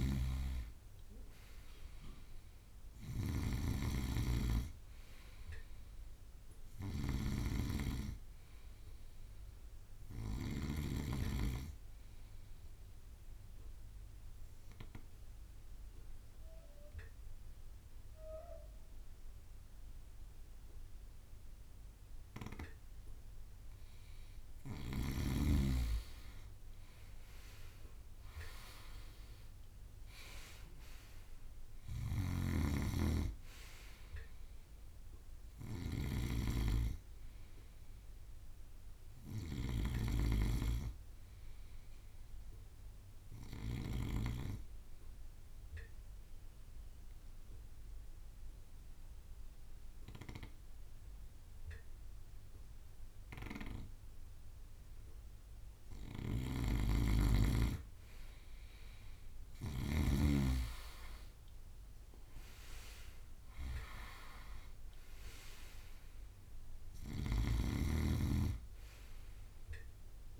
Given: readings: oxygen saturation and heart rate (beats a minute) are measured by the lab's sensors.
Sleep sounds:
breathing in sleep by a room microphone; 2
0.00-11.00 s: snoring (device-marked)
0.50-25.50 s: bradycardia (device-marked, heart rate 61 before, 55 extreme)
13.00-24.00 s: obstructive apnea (oxygen 98% before, 94% lowest, heart rate 59 before, 50 extreme, up 8 after)
26.00-31.00 s: arousal
31.50-59.50 s: bradycardia (device-marked, heart rate 59 before, 50 extreme)
32.00-44.50 s: snoring (device-marked)
45.00-55.50 s: obstructive apnea (oxygen 97% before, 94% lowest, heart rate 56 before, 51 extreme, up 7 after)
56.50-60.00 s: snoring (device-marked)
57.00-62.00 s: arousal
63.50-70.40 s: oxygen desaturation (device-marked, oxygen 98% before, 94% lowest, heart rate 55 before, 51 extreme)
64.50-70.40 s: bradycardia (device-marked, heart rate 58 before, 51 extreme)
67.00-70.40 s: snoring (device-marked)
From the record:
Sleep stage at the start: N2 (light sleep); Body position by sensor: on the right side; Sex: male

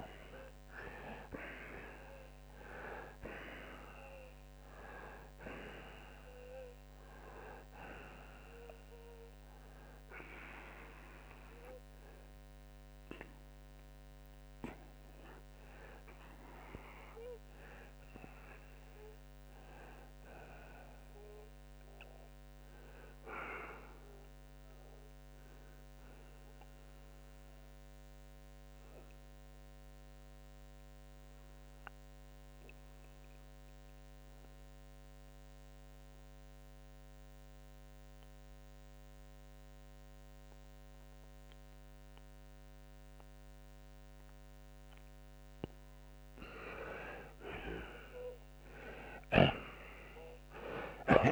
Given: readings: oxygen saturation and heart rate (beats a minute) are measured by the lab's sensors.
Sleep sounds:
breathing in sleep by a microphone on the trachea; 1
25.00-46.00 s: obstructive apnea (oxygen 95% before, 85% lowest, heart rate 124 before, 65 extreme, up 52 after)
48.00-51.31 s: arousal
From the record:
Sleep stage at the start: N2 (light sleep); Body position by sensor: on the right side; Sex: male

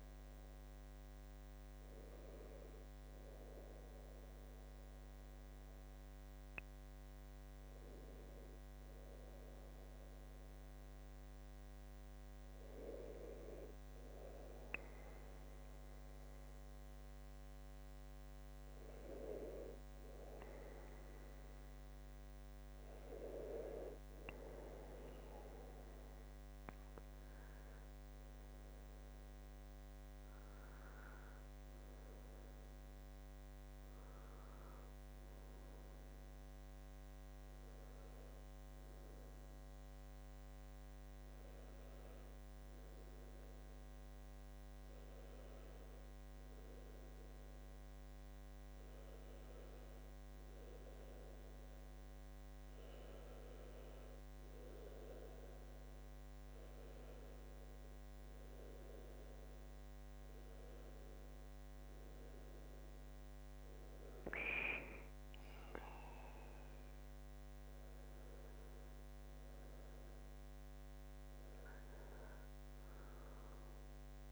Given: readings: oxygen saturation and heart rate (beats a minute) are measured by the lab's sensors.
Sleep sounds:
breathing in sleep by a microphone on the trachea; 1
21.50-25.00 s: arousal
29.50-63.50 s: obstructive apnea (oxygen 97% before, 92% lowest, heart rate 70 before, 70 extreme, up 2 after)
65.50-68.50 s: arousal
From the record:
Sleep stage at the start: N2 (light sleep); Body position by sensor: on the back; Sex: male

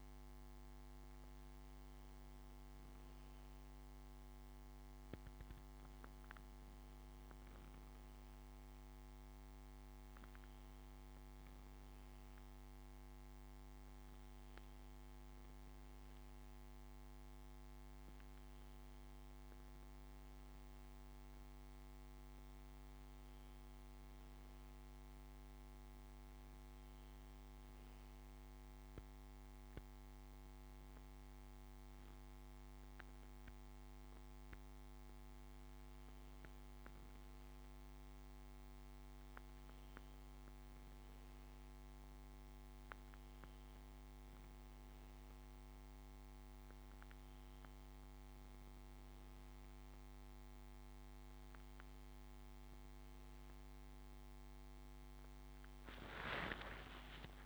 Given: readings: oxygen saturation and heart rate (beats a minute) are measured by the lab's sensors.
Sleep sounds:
breathing in sleep, hard to hear, by a microphone on the trachea; none
53.50-57.46 s: new sleep stage, N1 (lightest sleep)
54.00-57.46 s: arousal
From the record:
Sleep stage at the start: N2 (light sleep); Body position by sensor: on the back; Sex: male

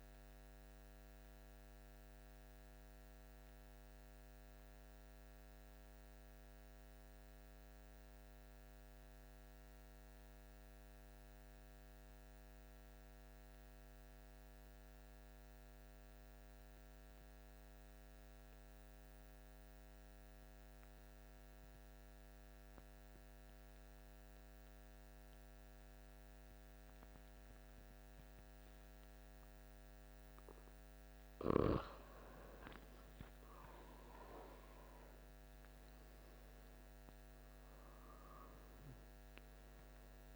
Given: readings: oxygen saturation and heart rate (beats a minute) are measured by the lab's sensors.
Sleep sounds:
breathing in sleep, hard to hear, by a microphone on the trachea; 1
0.00-1.00 s: oxygen desaturation (device-marked, oxygen 84% lowest, heart rate 52 extreme)
2.50-30.50 s: obstructive apnea (oxygen 98% before, 86% lowest, heart rate 57 before, 51 extreme, up 11 after)
22.00-40.36 s: oxygen desaturation (device-marked, oxygen 99% before, 86% lowest, heart rate 54 before, 51 extreme)
33.00-37.00 s: arousal
From the record:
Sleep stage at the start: N2 (light sleep); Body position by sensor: on the back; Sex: male

